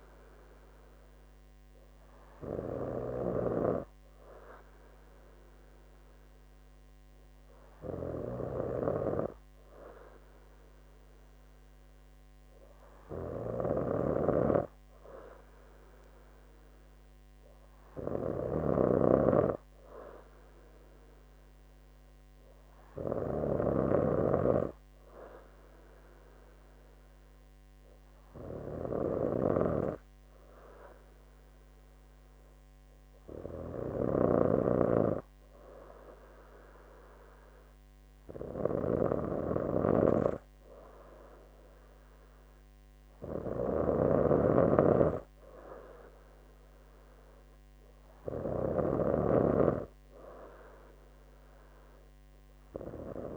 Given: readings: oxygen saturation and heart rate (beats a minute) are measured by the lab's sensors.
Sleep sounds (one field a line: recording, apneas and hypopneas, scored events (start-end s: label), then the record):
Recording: breathing in sleep by a microphone on the trachea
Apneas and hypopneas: none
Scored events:
none scored
From the record:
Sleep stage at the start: N2 (light sleep)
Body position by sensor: on the right side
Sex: female